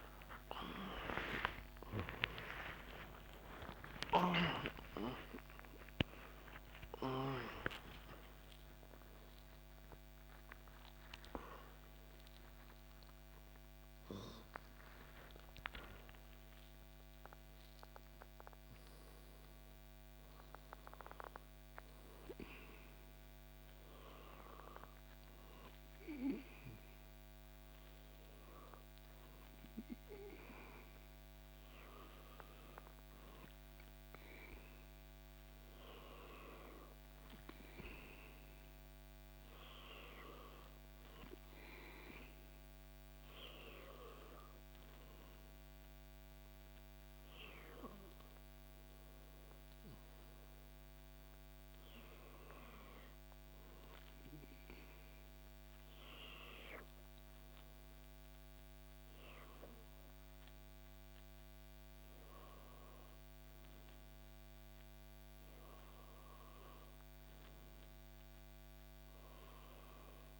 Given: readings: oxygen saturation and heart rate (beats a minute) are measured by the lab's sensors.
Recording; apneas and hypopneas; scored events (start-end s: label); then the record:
a person partly awake in a sleep study, by a microphone on the trachea; none
15.00-70.40 s: new sleep stage, N2 (light sleep)
From the record:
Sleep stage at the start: awake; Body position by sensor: on the back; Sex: male